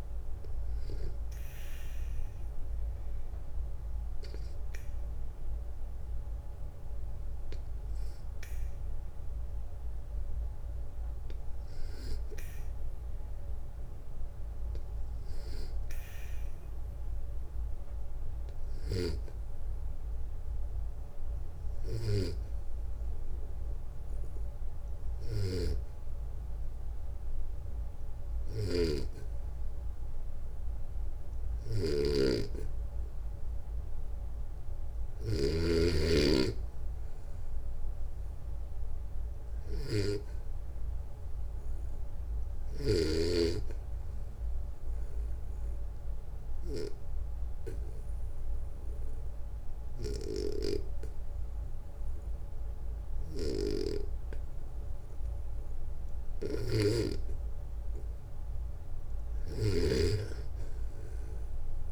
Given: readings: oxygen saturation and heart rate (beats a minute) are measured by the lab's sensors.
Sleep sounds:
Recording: breathing in sleep by a room microphone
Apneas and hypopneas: 1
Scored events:
18.00-35.00 s: snoring (device-marked)
43.50-57.00 s: obstructive apnea (oxygen 96% before, 87% lowest, heart rate 62 before, 59 extreme, up 2 after)
49.50-61.92 s: snoring (device-marked)
57.50-61.92 s: oxygen desaturation (device-marked, oxygen 94% before, 90% lowest, heart rate 61 before, 58 extreme)
59.00-61.92 s: arousal
From the record:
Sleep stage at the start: N2 (light sleep)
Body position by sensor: on the back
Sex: male

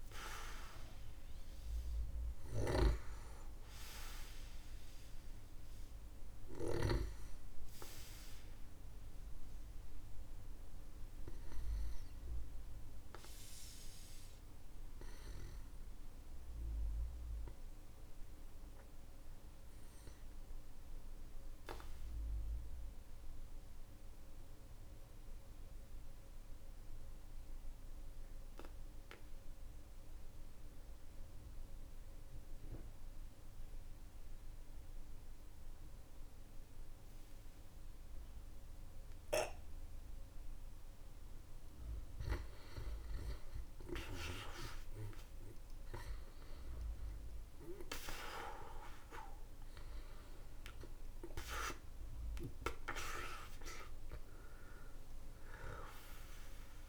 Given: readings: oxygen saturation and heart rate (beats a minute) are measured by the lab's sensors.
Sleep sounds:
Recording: breathing in sleep by a room microphone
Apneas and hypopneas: 1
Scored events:
0.00-21.00 s: oxygen desaturation (device-marked, oxygen 89% lowest, heart rate 48 extreme)
10.00-39.50 s: obstructive apnea (oxygen 98% before, 89% lowest, heart rate 54 before, 52 extreme, up 14 after)
41.50-44.00 s: arousal
45.00-56.89 s: oxygen desaturation (device-marked, oxygen 99% before, 92% lowest, heart rate 57 before, 45 extreme)
From the record:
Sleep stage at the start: N2 (light sleep)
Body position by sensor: on the back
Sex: male

